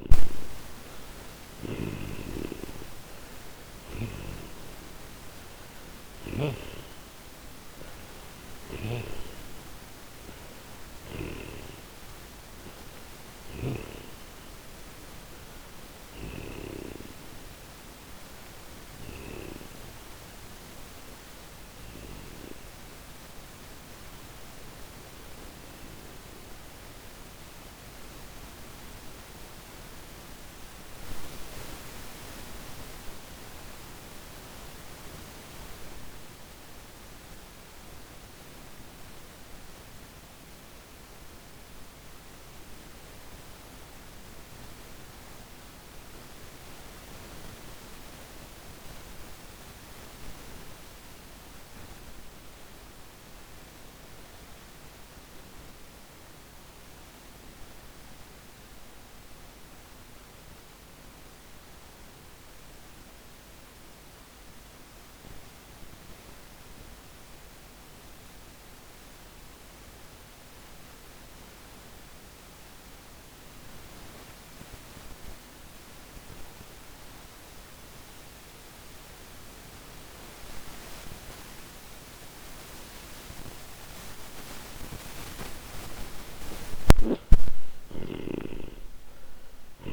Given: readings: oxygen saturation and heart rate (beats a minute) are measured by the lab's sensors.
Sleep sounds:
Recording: breathing in sleep by a microphone on the trachea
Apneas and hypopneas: 1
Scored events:
0.00-1.00 s: arousal
0.00-6.00 s: snoring (device-marked)
0.00-55.00 s: oxygen desaturation (device-marked, oxygen 81% lowest)
10.50-19.00 s: snoring (device-marked)
26.50-85.50 s: mixed apnea (oxygen 95% before, 81% lowest, heart rate 49 before, 26 extreme, up 41 after)
81.00-89.93 s: oxygen desaturation (device-marked, oxygen 98% before, 81% lowest)
86.00-89.93 s: snoring (device-marked)
87.50-89.93 s: arousal
From the record:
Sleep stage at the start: N2 (light sleep)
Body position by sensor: on the back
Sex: male

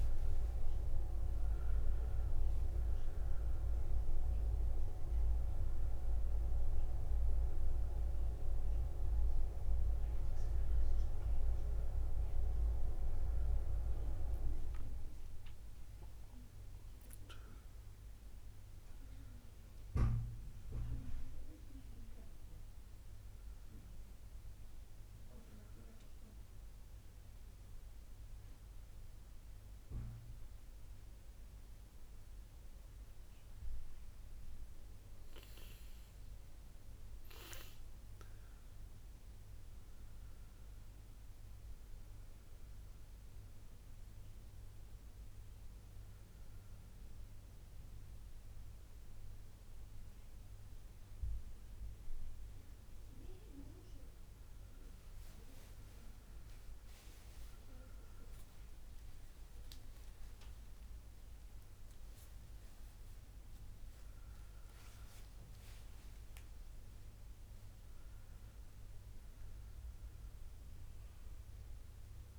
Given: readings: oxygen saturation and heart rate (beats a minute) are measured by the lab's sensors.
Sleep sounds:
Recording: a person awake in a sleep study, by a room microphone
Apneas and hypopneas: none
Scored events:
66.00-68.00 s: tachycardia (device-marked, heart rate 65 before, 99 extreme)
From the record:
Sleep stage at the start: awake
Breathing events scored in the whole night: 302 in 4.1 hours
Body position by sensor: on the back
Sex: male

